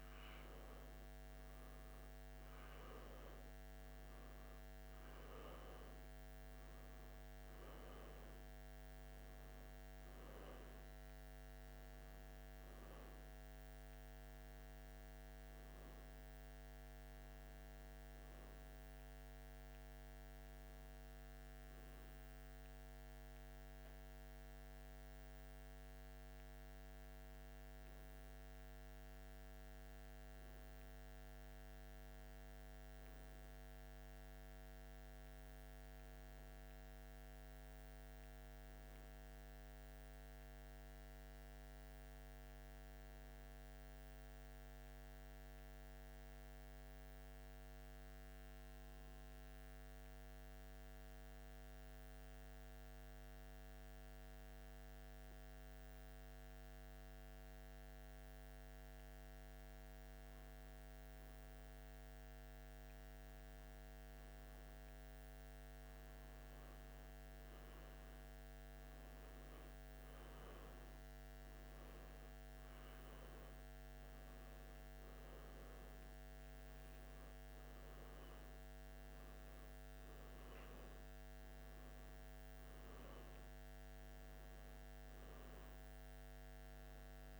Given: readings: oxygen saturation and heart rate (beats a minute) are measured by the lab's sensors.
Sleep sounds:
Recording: breathing in sleep, hard to hear, by a microphone on the trachea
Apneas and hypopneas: 1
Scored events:
25.50-30.50 s: arousal
28.50-46.50 s: oxygen desaturation (device-marked, oxygen 95% before, 88% lowest, heart rate 83 before, 79 extreme)
33.00-64.00 s: obstructive apnea (oxygen 95% before, 88% lowest, heart rate 82 before, 79 extreme, up 4 after)
66.00-71.00 s: arousal
From the record:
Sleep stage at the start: N1 (lightest sleep)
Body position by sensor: on the back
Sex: male

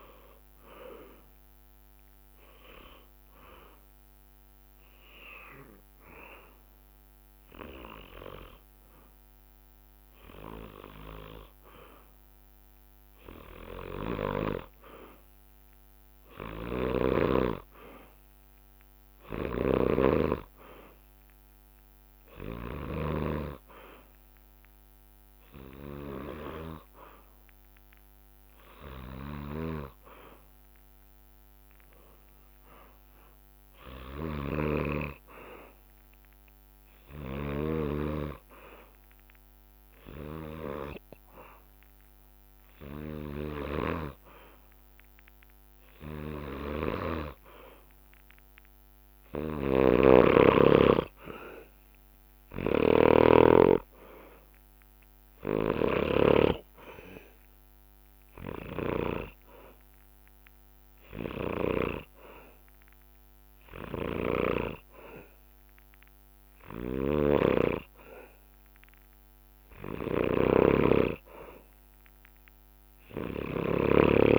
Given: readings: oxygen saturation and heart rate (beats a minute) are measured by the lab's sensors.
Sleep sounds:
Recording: breathing in sleep by a microphone on the trachea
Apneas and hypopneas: 3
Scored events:
0.00-8.00 s: drop in pulse transit time (device-marked, heart rate 66 extreme)
2.50-13.00 s: hypopnea (oxygen 96% before, 93% lowest, heart rate 63 before, 62 extreme, up 4 after)
4.00-6.00 s: long interval between heartbeats (device-marked, heart rate 64 before, 69 extreme)
16.50-20.00 s: arousal
19.00-23.00 s: snoring (device-marked)
24.00-35.00 s: oxygen desaturation (device-marked, oxygen 96% before, 93% lowest, heart rate 66 before, 64 extreme)
37.00-47.00 s: hypopnea (oxygen 96% before, 93% lowest, heart rate 65 before, 59 extreme, up 6 after)
46.50-56.00 s: snoring (device-marked)
50.50-53.50 s: arousal
57.00-68.00 s: hypopnea (oxygen 95% before, 93% lowest, heart rate 70 before, 59 extreme, up 10 after)
63.00-65.00 s: bradycardia (device-marked, heart rate 66 before, 60 extreme)
66.50-74.39 s: snoring (device-marked)
69.50-74.00 s: arousal
From the record:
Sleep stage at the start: N2 (light sleep)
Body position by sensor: on the back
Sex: male

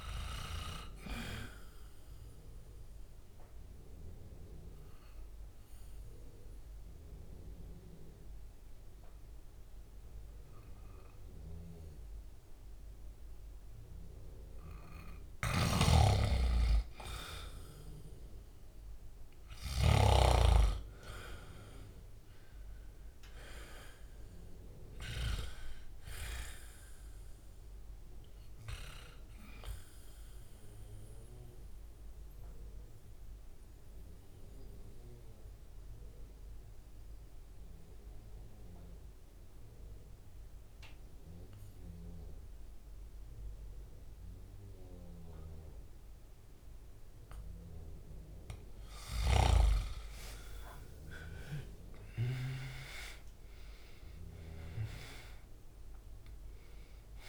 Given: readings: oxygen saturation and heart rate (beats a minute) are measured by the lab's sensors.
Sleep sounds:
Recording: breathing in sleep by a room microphone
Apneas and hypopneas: 2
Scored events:
2.00-14.00 s: obstructive apnea (oxygen 98% before, 89% lowest, heart rate 68 before, 63 extreme, up 5 after)
15.00-20.00 s: snoring (device-marked)
16.50-19.50 s: arousal
29.50-48.00 s: mixed apnea (oxygen 98% before, 88% lowest, heart rate 68 before, 61 extreme, up 7 after)
30.50-49.50 s: oxygen desaturation (device-marked, oxygen 98% before, 89% lowest, heart rate 69 before, 60 extreme)
50.00-54.50 s: arousal
From the record:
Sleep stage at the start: N2 (light sleep)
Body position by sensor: on the back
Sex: male

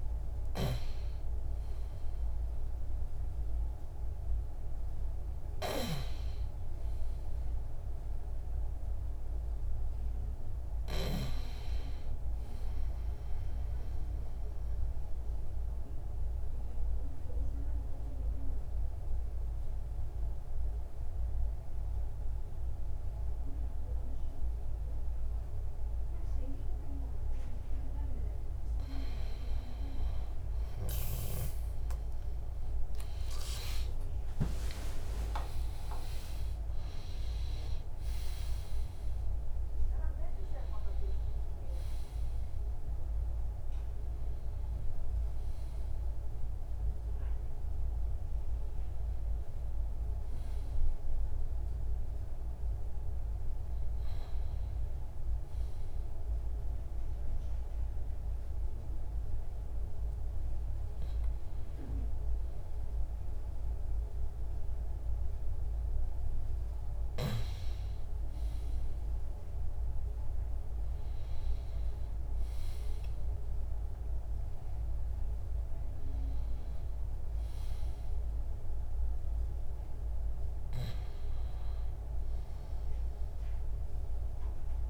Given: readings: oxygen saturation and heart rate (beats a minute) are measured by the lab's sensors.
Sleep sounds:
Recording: breathing in sleep by a room microphone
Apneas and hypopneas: 2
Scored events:
0.00-16.00 s: oxygen desaturation (device-marked, oxygen 92% lowest, heart rate 62 extreme)
12.50-29.50 s: obstructive apnea (oxygen 97% before, 93% lowest, heart rate 83 before, 62 extreme, up 27 after)
32.00-36.00 s: arousal
33.00-56.00 s: oxygen desaturation (device-marked, oxygen 97% before, 93% lowest, heart rate 65 before, 65 extreme)
48.50-64.50 s: hypopnea (oxygen 98% before, 92% lowest, heart rate 81 before, 65 extreme, up 7 after)
67.50-72.50 s: arousal
From the record:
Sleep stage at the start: N2 (light sleep)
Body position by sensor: on the back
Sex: male

